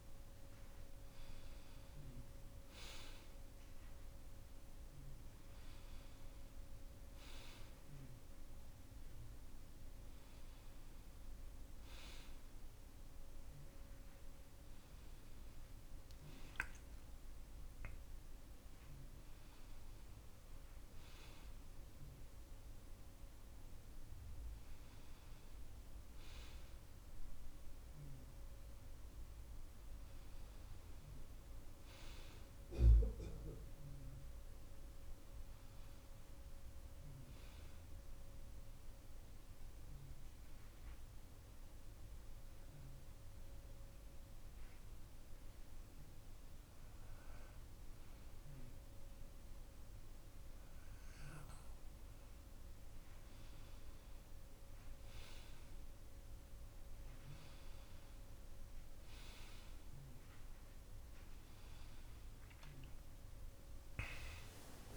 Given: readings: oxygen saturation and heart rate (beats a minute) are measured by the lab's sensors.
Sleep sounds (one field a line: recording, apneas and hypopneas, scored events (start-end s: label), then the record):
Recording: breathing in sleep by a room microphone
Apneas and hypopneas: 1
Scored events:
16.50-20.00 s: arousal
40.00-52.00 s: hypopnea (oxygen 97% before, 93% lowest)
61.00-64.97 s: arousal
From the record:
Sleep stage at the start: N2 (light sleep)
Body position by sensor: on the back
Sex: male